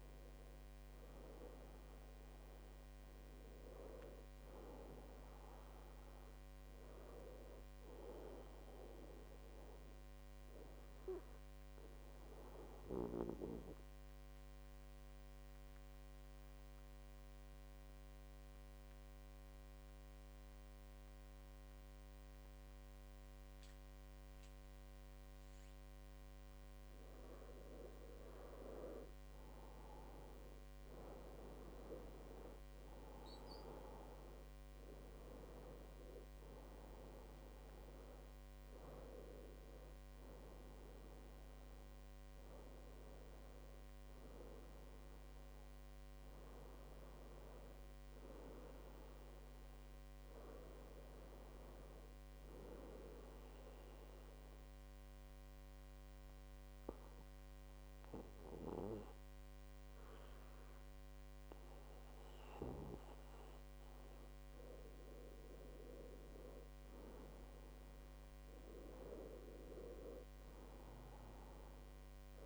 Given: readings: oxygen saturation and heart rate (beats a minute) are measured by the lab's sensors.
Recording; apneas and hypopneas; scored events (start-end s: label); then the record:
breathing in sleep by a microphone on the trachea; 2
12.50-27.00 s: obstructive apnea (oxygen 98% before, 93% lowest, heart rate 76 before, 61 extreme, up 8 after)
29.00-33.00 s: arousal
34.00-60.00 s: oxygen desaturation (device-marked, oxygen 98% before, 93% lowest, heart rate 64 before, 63 extreme)
53.50-65.50 s: obstructive apnea (oxygen 98% before, 93% lowest, heart rate 67 before, 63 extreme, up 8 after)
69.00-72.46 s: arousal
From the record:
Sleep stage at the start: N2 (light sleep); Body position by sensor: on the back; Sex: male